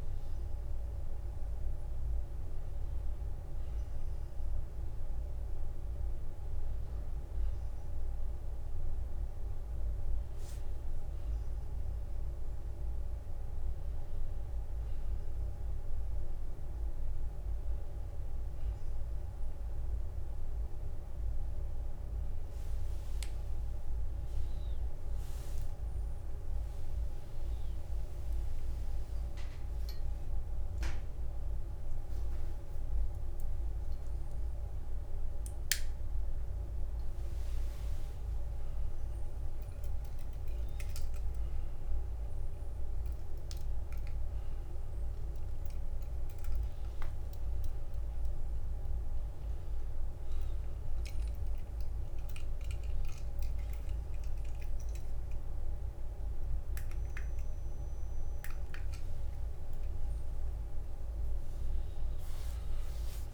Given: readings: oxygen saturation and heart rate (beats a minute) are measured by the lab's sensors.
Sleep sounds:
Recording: a person awake in a sleep study, hard to hear, by a room microphone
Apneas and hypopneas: none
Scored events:
7.50-63.33 s: new sleep stage, awake
16.00-18.00 s: long interval between heartbeats (device-marked, heart rate 62 before, 62 extreme)
23.50-30.50 s: tachycardia (device-marked, heart rate 58 before, 143 extreme)
24.50-26.50 s: long interval between heartbeats (device-marked, heart rate 59 before, 68 extreme)
29.00-31.00 s: long interval between heartbeats (device-marked, heart rate 67 before, 123 extreme)
31.50-33.50 s: long interval between heartbeats (device-marked, heart rate 78 before, 120 extreme)
45.00-47.00 s: long interval between heartbeats (device-marked, heart rate 92 before, 64 extreme)
57.00-59.00 s: long interval between heartbeats (device-marked, heart rate 60 before, 58 extreme)
61.50-63.33 s: long interval between heartbeats (device-marked, heart rate 58 before, 77 extreme)
From the record:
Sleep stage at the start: N1 (lightest sleep)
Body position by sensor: on the back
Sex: male

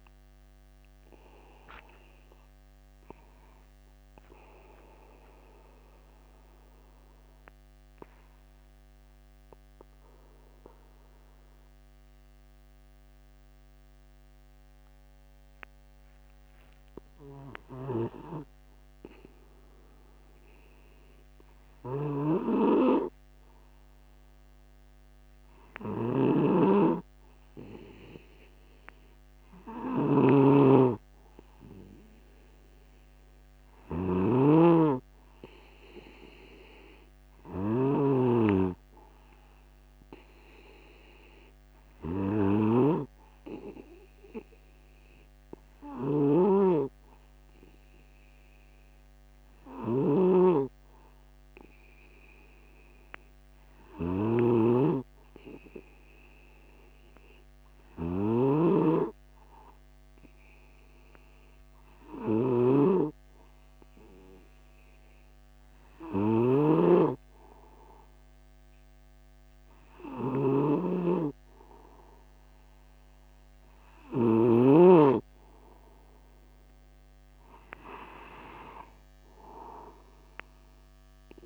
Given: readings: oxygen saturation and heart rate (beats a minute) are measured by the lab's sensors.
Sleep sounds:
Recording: breathing in sleep by a microphone on the trachea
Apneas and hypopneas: 2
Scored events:
2.50-4.50 s: long interval between heartbeats (device-marked, heart rate 51 before, 59 extreme)
2.50-17.50 s: obstructive apnea (oxygen 96% before, 94% lowest, heart rate 51 before, 50 extreme, up 0 after)
6.00-8.00 s: long interval between heartbeats (device-marked, heart rate 52 before, 68 extreme)
18.00-75.00 s: snoring (device-marked)
19.00-22.50 s: arousal
38.50-74.00 s: obstructive apnea (oxygen 97% before, 94% lowest, heart rate 51 before, 50 extreme, up 0 after)
79.50-81.46 s: arousal
From the record:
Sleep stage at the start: N2 (light sleep)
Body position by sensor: upright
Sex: male

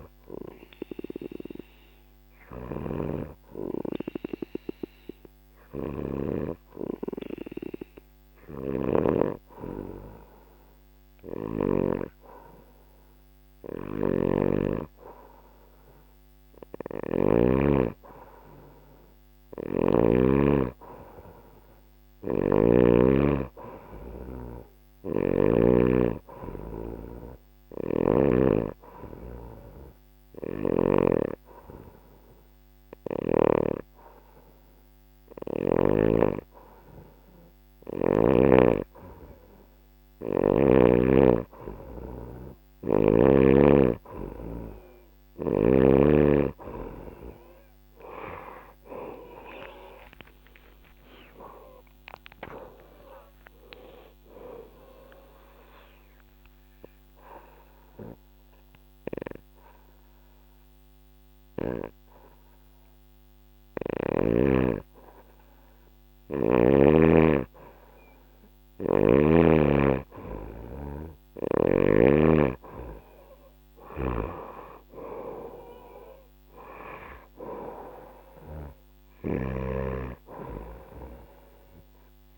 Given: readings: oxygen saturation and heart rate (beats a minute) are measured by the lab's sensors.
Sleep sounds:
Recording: breathing in sleep by a microphone on the trachea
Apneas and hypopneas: 3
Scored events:
0.00-8.50 s: snoring (device-marked)
0.50-13.00 s: hypopnea (oxygen 97% before, 93% lowest, heart rate 81 before, 70 extreme, up 0 after)
13.00-17.00 s: snoring (device-marked)
15.00-18.50 s: arousal
21.50-25.00 s: snoring (device-marked)
27.00-30.50 s: snoring (device-marked)
28.00-39.00 s: hypopnea (oxygen 97% before, 93% lowest, heart rate 71 before, 69 extreme, up 4 after)
48.50-52.50 s: arousal
54.50-64.50 s: obstructive apnea (oxygen 95% before, 93% lowest, heart rate 78 before, 66 extreme, up 1 after)
67.00-71.00 s: arousal
68.00-71.50 s: snoring (device-marked)
72.00-82.38 s: oxygen desaturation (device-marked, oxygen 97% before, 93% lowest, heart rate 77 before, 64 extreme)
77.50-82.38 s: snoring (device-marked)
From the record:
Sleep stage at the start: N2 (light sleep)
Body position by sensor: on the back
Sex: female

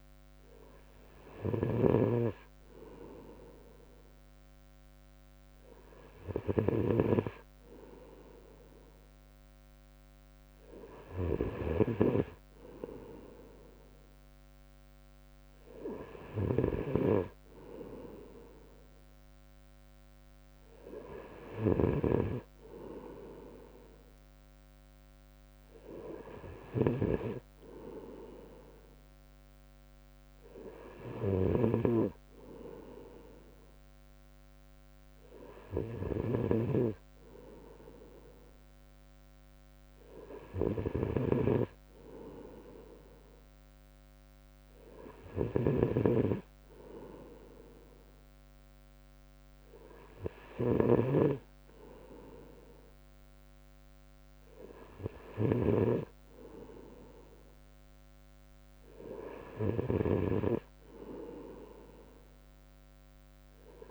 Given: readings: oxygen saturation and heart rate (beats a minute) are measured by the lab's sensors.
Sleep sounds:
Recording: breathing in sleep by a microphone on the trachea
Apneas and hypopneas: none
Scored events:
none scored
From the record:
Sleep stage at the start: N2 (light sleep)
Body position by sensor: on the right side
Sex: male

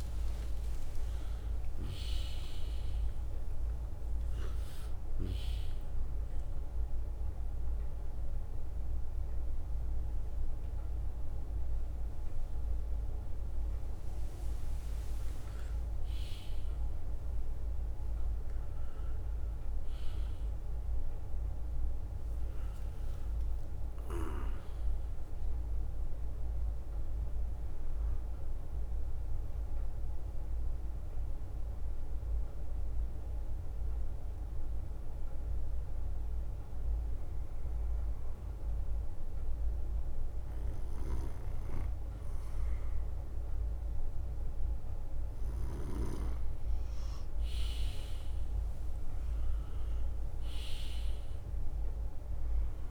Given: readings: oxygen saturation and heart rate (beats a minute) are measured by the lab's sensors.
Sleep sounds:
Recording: breathing in sleep, hard to hear, by a room microphone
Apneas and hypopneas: 1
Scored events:
0.00-1.50 s: long interval between heartbeats (device-marked, heart rate 175 extreme)
0.00-1.50 s: tachycardia (device-marked, heart rate 179 extreme)
0.00-17.50 s: oxygen desaturation (device-marked, oxygen 89% lowest, heart rate 59 extreme)
7.00-9.00 s: long interval between heartbeats (device-marked, heart rate 104 before, 82 extreme)
10.00-16.00 s: leg movement (device-marked)
22.00-23.00 s: leg movement (device-marked)
28.00-39.00 s: mixed apnea (oxygen 100% before, 95% lowest, heart rate 72 before, 59 extreme, up 2 after)
30.50-47.50 s: drop in pulse transit time (device-marked, heart rate 69 before, 59 extreme)
32.50-38.50 s: bradycardia (device-marked, heart rate 66 before, 59 extreme)
46.50-50.50 s: arousal
47.00-52.91 s: leg movement (device-marked)
48.50-52.91 s: oxygen desaturation (device-marked, oxygen 99% before, 95% lowest, heart rate 61 before, 60 extreme)
From the record:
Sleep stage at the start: N2 (light sleep)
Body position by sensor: on the right side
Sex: male

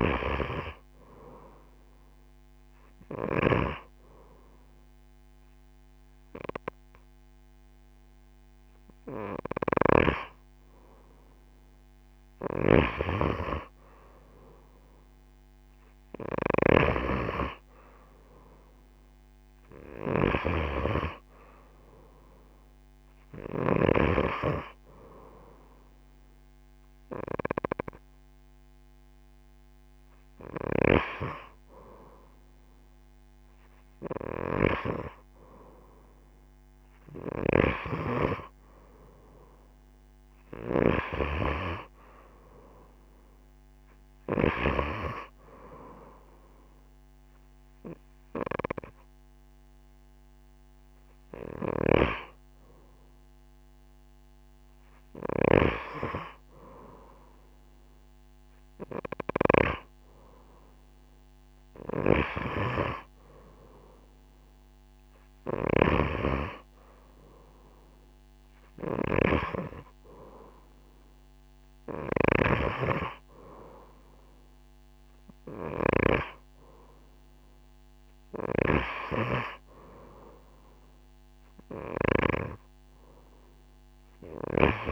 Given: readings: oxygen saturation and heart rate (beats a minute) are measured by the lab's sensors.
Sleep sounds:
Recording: breathing in sleep by a microphone on the trachea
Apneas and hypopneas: 1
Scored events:
1.00-11.00 s: hypopnea (oxygen 94% before, 89% lowest)
9.50-13.00 s: snoring (device-marked)
14.00-18.50 s: arousal
22.00-32.00 s: oxygen desaturation (device-marked, oxygen 92% before, 89% lowest)
25.00-84.92 s: new sleep stage, N3 (deep sleep)
From the record:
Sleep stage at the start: N2 (light sleep)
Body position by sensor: on the right side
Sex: female

